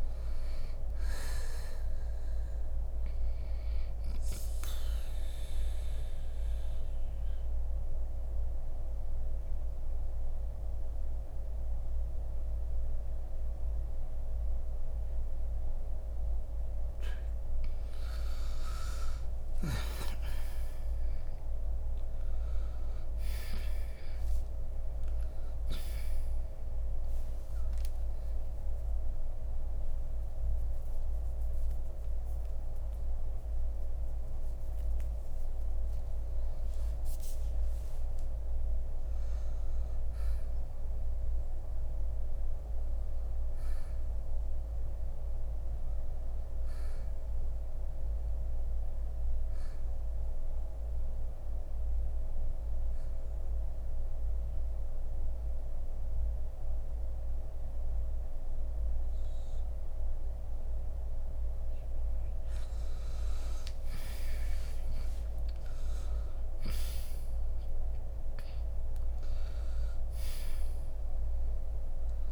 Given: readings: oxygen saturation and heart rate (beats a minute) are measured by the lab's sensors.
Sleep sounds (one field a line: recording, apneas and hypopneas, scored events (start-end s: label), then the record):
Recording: breathing in sleep, hard to hear, by a room microphone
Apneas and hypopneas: 2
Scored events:
0.00-8.00 s: oxygen desaturation (device-marked, oxygen 85% lowest, heart rate 58 extreme)
6.00-17.50 s: central apnea (oxygen 92% before, 87% lowest, heart rate 60 before, 58 extreme, up 13 after)
20.00-24.50 s: arousal
44.50-48.00 s: arousal
48.00-56.00 s: oxygen desaturation (device-marked, oxygen 92% before, 87% lowest, heart rate 68 before, 56 extreme)
51.50-63.50 s: hypopnea (oxygen 92% before, 86% lowest, heart rate 68 before, 56 extreme, up 13 after)
65.50-70.00 s: arousal
From the record:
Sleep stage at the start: N2 (light sleep)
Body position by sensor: on the right side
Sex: male